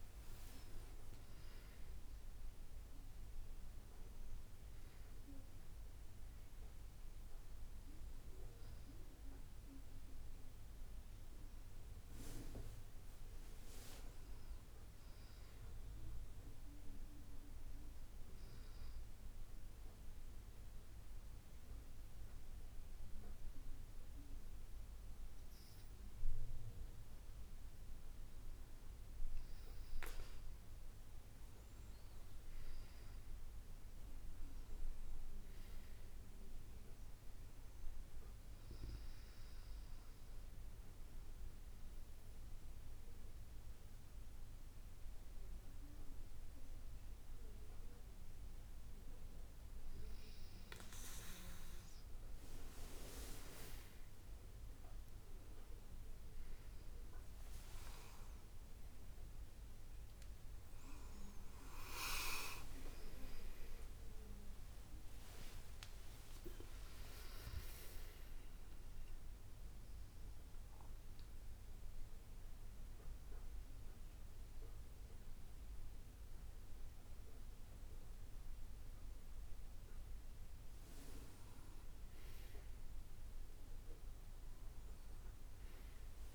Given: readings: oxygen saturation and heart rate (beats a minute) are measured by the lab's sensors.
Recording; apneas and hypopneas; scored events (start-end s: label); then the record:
breathing in sleep by a room microphone; 3
18.00-28.00 s: obstructive apnea (oxygen 97% before, 95% lowest, heart rate 75 before, 66 extreme, up 12 after)
30.50-35.50 s: arousal
40.00-50.50 s: hypopnea (oxygen 96% before, 95% lowest, heart rate 72 before, 68 extreme, up 11 after)
60.00-65.50 s: arousal
67.50-79.00 s: central apnea (oxygen 96% before, 95% lowest, heart rate 75 before, 69 extreme)
77.00-86.35 s: new sleep stage, awake
From the record:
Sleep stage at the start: N1 (lightest sleep); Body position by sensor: on the back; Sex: female